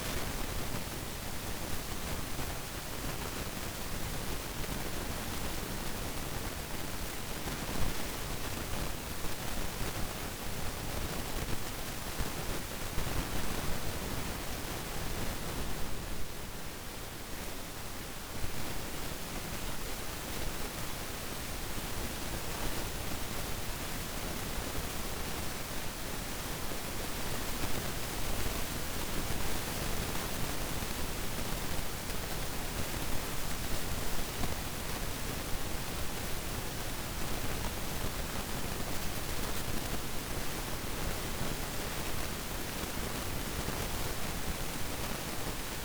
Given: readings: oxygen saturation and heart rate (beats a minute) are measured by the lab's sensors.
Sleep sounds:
breathing in sleep, hard to hear, by a microphone on the trachea; none
none scored
From the record:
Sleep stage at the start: N2 (light sleep); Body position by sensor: on the back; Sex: male

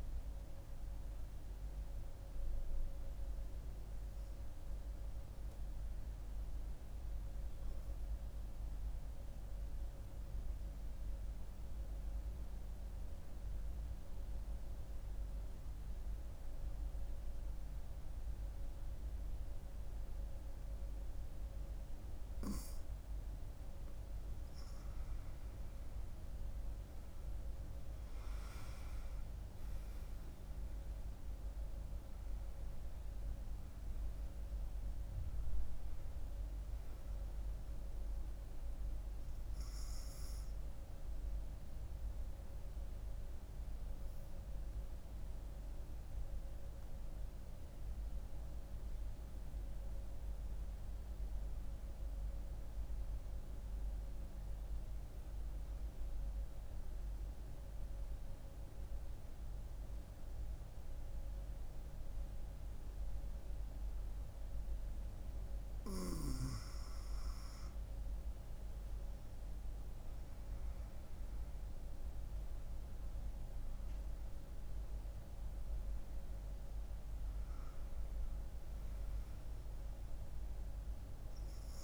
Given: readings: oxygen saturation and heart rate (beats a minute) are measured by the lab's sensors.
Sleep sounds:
breathing in sleep, hard to hear, by a room microphone; 2
0.50-23.00 s: hypopnea (oxygen 97% before, 92% lowest, heart rate 70 before, 65 extreme, up 9 after)
26.00-55.00 s: oxygen desaturation (device-marked, oxygen 98% before, 92% lowest, heart rate 68 before, 67 extreme)
27.50-31.50 s: arousal
45.00-66.00 s: obstructive apnea (oxygen 98% before, 92% lowest, heart rate 74 before, 67 extreme, up 10 after)
68.00-81.84 s: oxygen desaturation (device-marked, oxygen 98% before, 92% lowest, heart rate 68 before, 68 extreme)
69.00-73.50 s: arousal
From the record:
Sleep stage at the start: N2 (light sleep); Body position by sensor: on the front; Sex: female

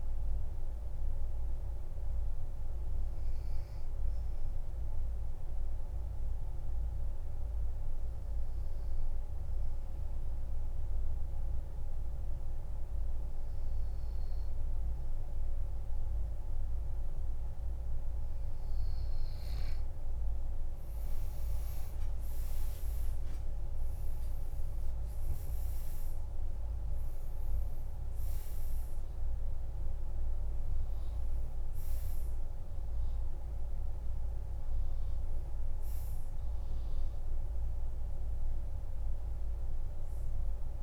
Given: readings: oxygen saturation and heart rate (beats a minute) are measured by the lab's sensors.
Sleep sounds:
breathing in sleep, hard to hear, by a room microphone; 1
1.00-17.50 s: obstructive apnea (oxygen 99% before, 92% lowest, heart rate 51 before, 47 extreme, up 15 after)
21.50-26.00 s: arousal
23.00-40.83 s: oxygen desaturation (device-marked, oxygen 97% before, 92% lowest, heart rate 49 before, 47 extreme)
From the record:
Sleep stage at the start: N2 (light sleep); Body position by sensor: on the back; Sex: male

